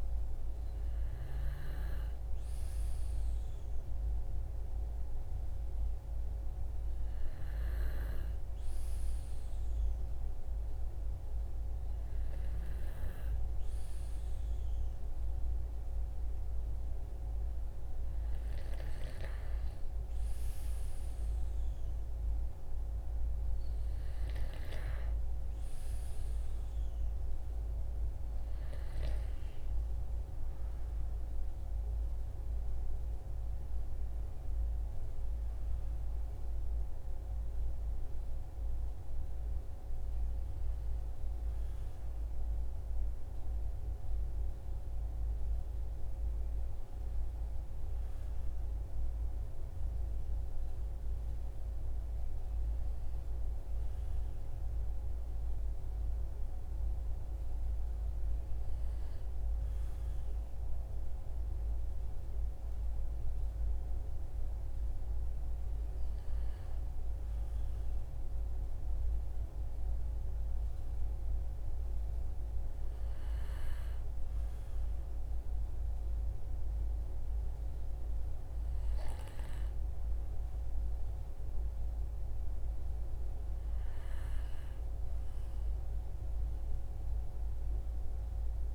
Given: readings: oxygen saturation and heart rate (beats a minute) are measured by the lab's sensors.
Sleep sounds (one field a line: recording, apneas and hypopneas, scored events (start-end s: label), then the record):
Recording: breathing in sleep, hard to hear, by a room microphone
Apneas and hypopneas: none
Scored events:
none scored
From the record:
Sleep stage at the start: N2 (light sleep)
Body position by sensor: on the back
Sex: male